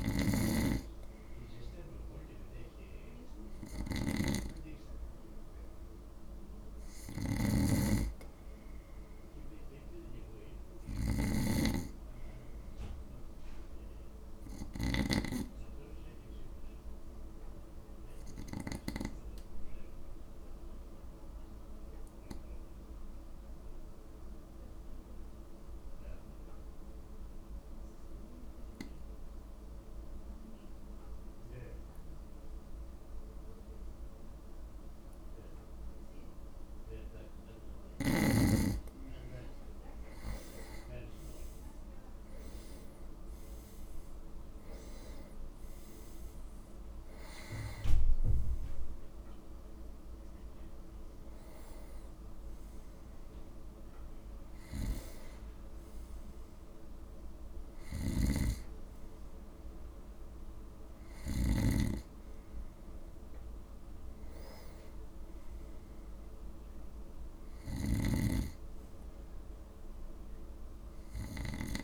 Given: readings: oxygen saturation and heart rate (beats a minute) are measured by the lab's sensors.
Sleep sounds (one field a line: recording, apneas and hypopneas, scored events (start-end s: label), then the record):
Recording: breathing in sleep by a room microphone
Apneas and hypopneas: 1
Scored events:
0.00-19.00 s: snoring (device-marked)
11.00-14.00 s: arousal
17.50-37.50 s: obstructive apnea (oxygen 97% before, 91% lowest, heart rate 54 before, 53 extreme, up 8 after)
38.00-71.83 s: oxygen desaturation (device-marked, oxygen 97% before, 91% lowest, heart rate 54 before, 54 extreme)
40.00-43.00 s: arousal
58.00-61.50 s: snoring (device-marked)
67.50-71.50 s: snoring (device-marked)
From the record:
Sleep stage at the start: N2 (light sleep)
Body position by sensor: on the right side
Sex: male